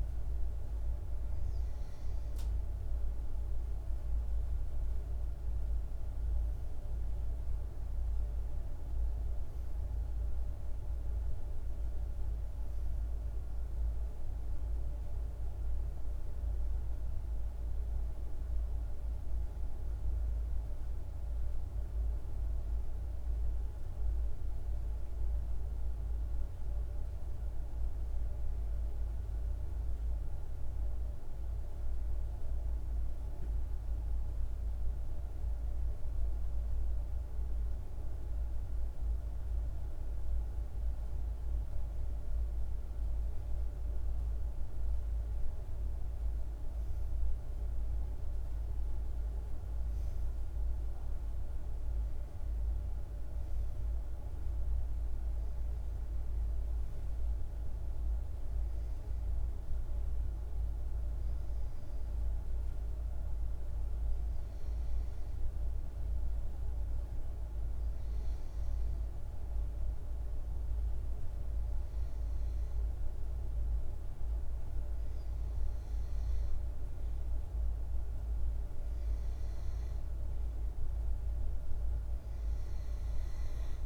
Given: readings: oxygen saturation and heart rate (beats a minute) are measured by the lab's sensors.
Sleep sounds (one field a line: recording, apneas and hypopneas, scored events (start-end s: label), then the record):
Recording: breathing in sleep, hard to hear, by a room microphone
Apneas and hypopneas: none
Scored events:
none scored
From the record:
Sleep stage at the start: N2 (light sleep)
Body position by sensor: on the back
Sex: male